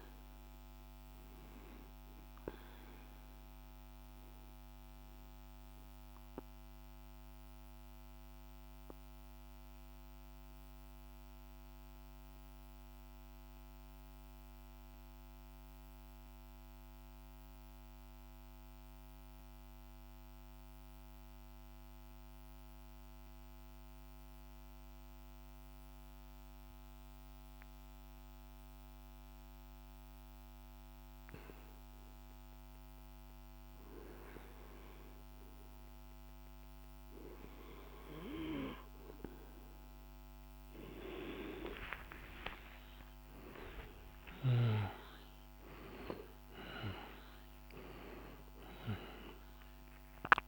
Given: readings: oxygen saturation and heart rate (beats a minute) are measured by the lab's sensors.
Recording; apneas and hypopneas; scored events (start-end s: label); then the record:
breathing in sleep by a microphone on the trachea; 1
0.00-15.00 s: oxygen desaturation (device-marked, oxygen 89% lowest, heart rate 47 extreme)
4.00-38.50 s: mixed apnea (oxygen 98% before, 89% lowest, heart rate 54 before, 47 extreme, up 15 after)
32.00-50.48 s: oxygen desaturation (device-marked, oxygen 100% before, 89% lowest, heart rate 48 before, 46 extreme)
41.00-46.50 s: arousal
From the record:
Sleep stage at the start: N2 (light sleep); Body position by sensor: on the back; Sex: male